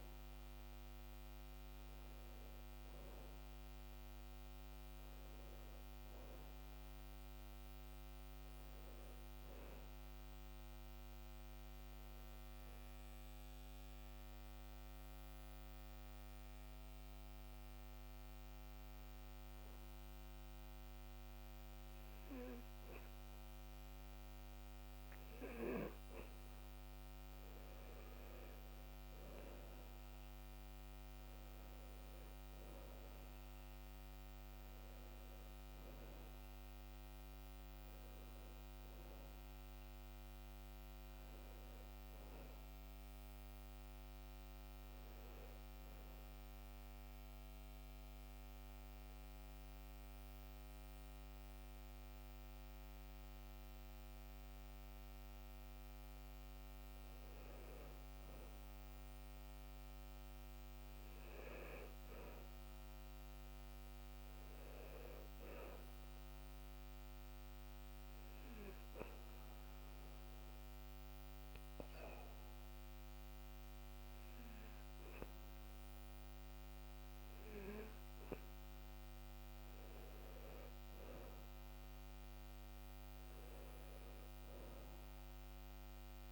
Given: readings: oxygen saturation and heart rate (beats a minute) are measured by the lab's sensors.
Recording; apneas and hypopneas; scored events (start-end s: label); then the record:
breathing in sleep, hard to hear, by a microphone on the trachea; 3
14.00-27.50 s: obstructive apnea (oxygen 95% before, 92% lowest, heart rate 67 before, 62 extreme, up 8 after)
30.50-34.50 s: arousal
46.50-56.50 s: obstructive apnea (oxygen 96% before, 92% lowest, heart rate 67 before, 60 extreme, up 4 after)
50.50-63.50 s: oxygen desaturation (device-marked, oxygen 95% before, 92% lowest, heart rate 67 before, 60 extreme)
58.00-62.50 s: arousal
67.00-79.50 s: obstructive apnea (oxygen 97% before, 93% lowest, heart rate 62 before, 60 extreme, up 8 after)
80.50-85.50 s: arousal
From the record:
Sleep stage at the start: N1 (lightest sleep); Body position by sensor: on the back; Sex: male